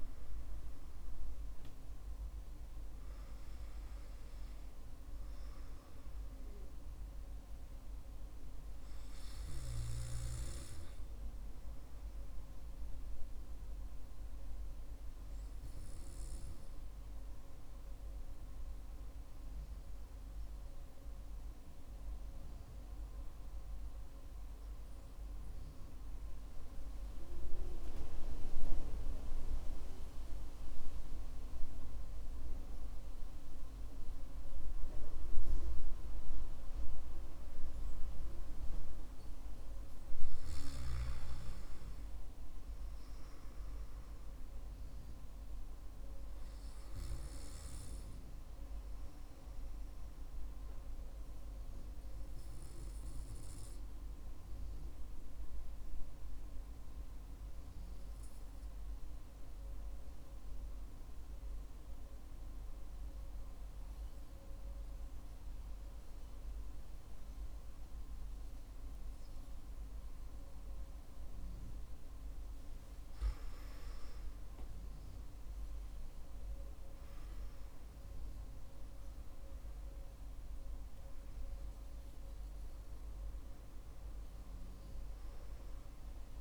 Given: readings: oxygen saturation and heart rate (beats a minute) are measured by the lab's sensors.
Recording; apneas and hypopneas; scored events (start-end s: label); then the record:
breathing in sleep, hard to hear, by a room microphone; 2
15.00-27.50 s: hypopnea (oxygen 96% before, 92% lowest, heart rate 60 before, 49 extreme, up 5 after)
30.50-33.50 s: arousal
56.50-73.00 s: obstructive apnea (oxygen 96% before, 92% lowest, heart rate 56 before, 49 extreme, up 14 after)
76.50-81.00 s: arousal
From the record:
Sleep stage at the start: N2 (light sleep); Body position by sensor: on the back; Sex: male